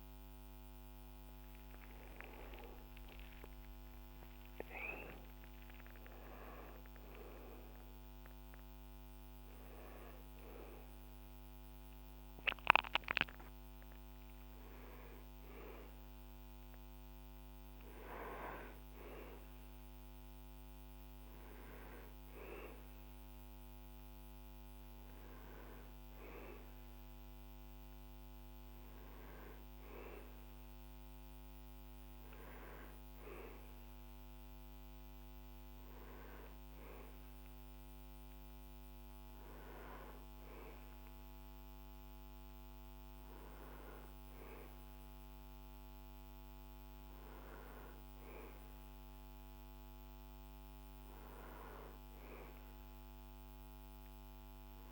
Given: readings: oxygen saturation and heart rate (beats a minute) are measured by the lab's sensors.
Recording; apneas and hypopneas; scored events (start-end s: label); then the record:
a person partly awake in a sleep study, by a microphone on the trachea; none
15.00-54.92 s: new sleep stage, N1 (lightest sleep)
From the record:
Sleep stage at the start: awake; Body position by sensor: on the back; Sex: male